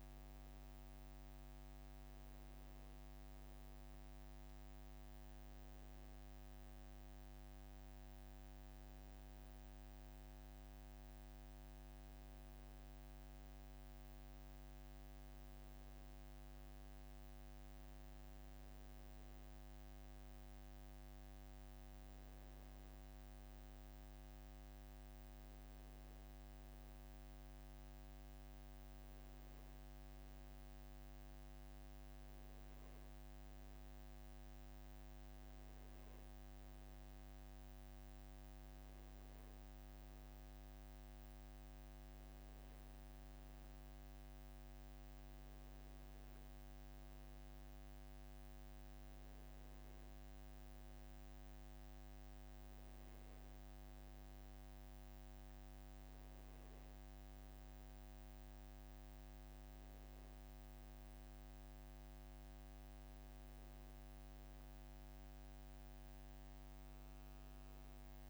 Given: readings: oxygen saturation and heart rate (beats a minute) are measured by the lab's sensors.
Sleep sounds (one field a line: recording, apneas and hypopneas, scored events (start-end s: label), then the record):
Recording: breathing in sleep, hard to hear, by a microphone on the trachea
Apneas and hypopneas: none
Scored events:
none scored
From the record:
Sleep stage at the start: N1 (lightest sleep)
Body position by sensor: on the back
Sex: male